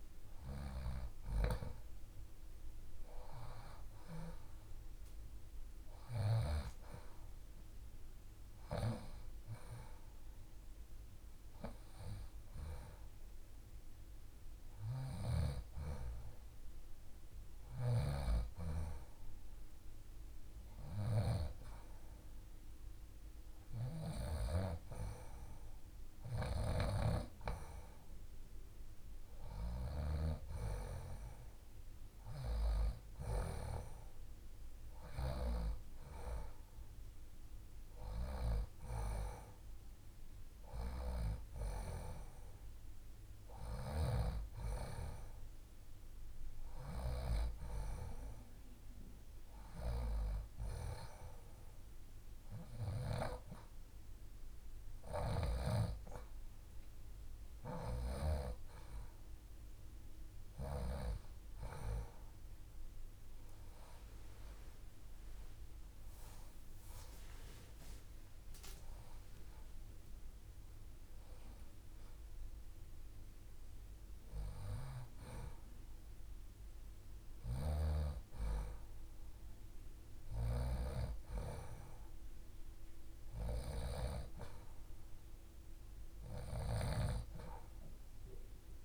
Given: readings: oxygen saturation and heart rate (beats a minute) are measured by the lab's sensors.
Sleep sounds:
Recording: breathing in sleep by a room microphone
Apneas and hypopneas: none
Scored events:
none scored
From the record:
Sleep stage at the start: N2 (light sleep)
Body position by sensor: on the left side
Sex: female

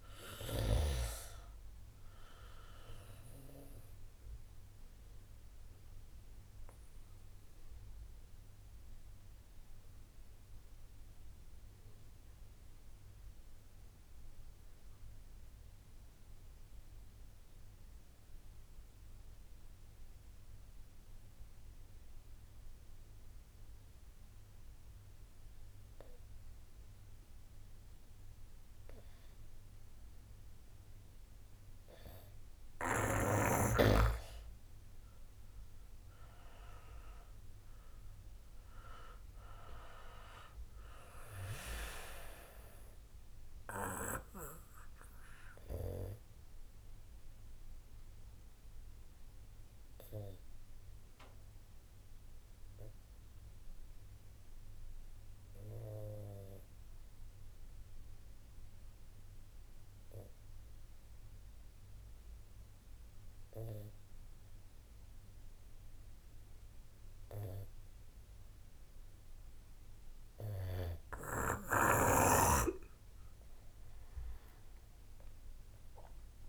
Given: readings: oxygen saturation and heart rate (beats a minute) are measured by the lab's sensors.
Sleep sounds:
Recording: breathing in sleep by a room microphone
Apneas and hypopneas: 2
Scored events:
0.00-15.00 s: oxygen desaturation (device-marked, oxygen 88% lowest, heart rate 54 extreme)
4.00-32.50 s: obstructive apnea (oxygen 97% before, 88% lowest, heart rate 69 before, 54 extreme, up 2 after)
31.00-59.00 s: oxygen desaturation (device-marked, oxygen 96% before, 88% lowest, heart rate 65 before, 54 extreme)
35.50-39.00 s: arousal
44.50-72.00 s: obstructive apnea (oxygen 97% before, 88% lowest, heart rate 58 before, 57 extreme, up 6 after)
71.00-76.49 s: oxygen desaturation (device-marked, oxygen 97% before, 88% lowest, heart rate 66 before, 57 extreme)
75.00-76.49 s: arousal
From the record:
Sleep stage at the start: N2 (light sleep)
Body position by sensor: on the back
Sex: male

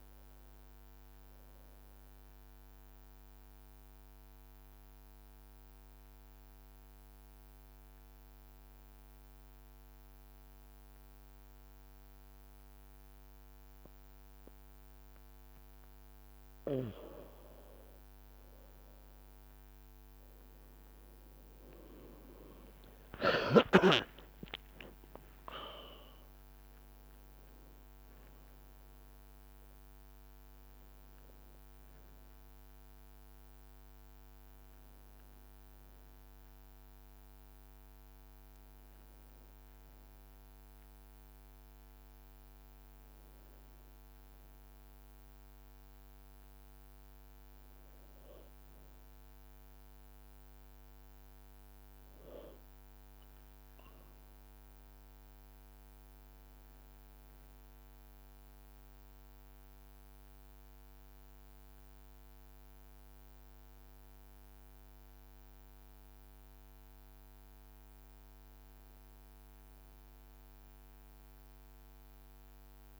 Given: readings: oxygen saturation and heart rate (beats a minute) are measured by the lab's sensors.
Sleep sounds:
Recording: breathing in sleep by a microphone on the trachea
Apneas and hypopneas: 2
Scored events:
1.00-15.50 s: obstructive apnea (oxygen 95% before, 93% lowest, heart rate 55 before, 52 extreme, up 8 after)
18.00-22.50 s: arousal
21.50-28.00 s: leg movement (device-marked)
24.00-26.00 s: long interval between heartbeats (device-marked, heart rate 53 before, 65 extreme)
50.00-54.50 s: arousal
58.00-68.00 s: hypopnea (oxygen 98% before, 93% lowest, heart rate 55 before, 52 extreme, up 0 after)
70.00-73.00 s: arousal
From the record:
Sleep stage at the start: N2 (light sleep)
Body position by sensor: on the back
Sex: male

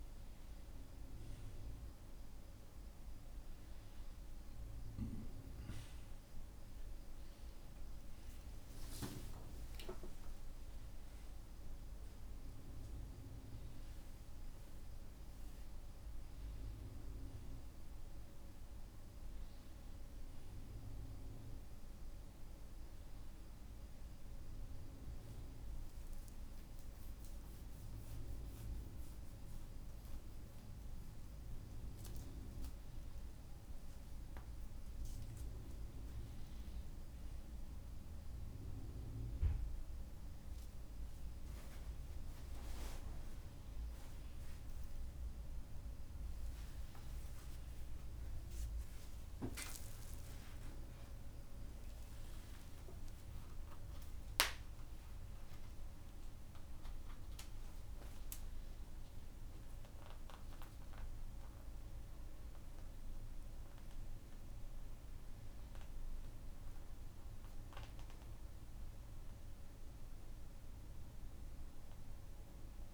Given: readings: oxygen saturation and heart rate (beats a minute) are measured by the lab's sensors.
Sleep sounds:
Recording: a person awake in a sleep study, hard to hear, by a room microphone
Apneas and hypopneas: none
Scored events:
24.00-33.00 s: tachycardia (device-marked, heart rate 71 before, 176 extreme)
25.50-27.50 s: long interval between heartbeats (device-marked, heart rate 68 before, 73 extreme)
28.00-30.00 s: long interval between heartbeats (device-marked, heart rate 72 before, 133 extreme)
30.00-32.00 s: long interval between heartbeats (device-marked, heart rate 79 before, 156 extreme)
35.50-37.50 s: long interval between heartbeats (device-marked, heart rate 98 before, 97 extreme)
50.50-52.50 s: long interval between heartbeats (device-marked, heart rate 92 before, 88 extreme)
From the record:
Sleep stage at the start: awake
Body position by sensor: upright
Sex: male

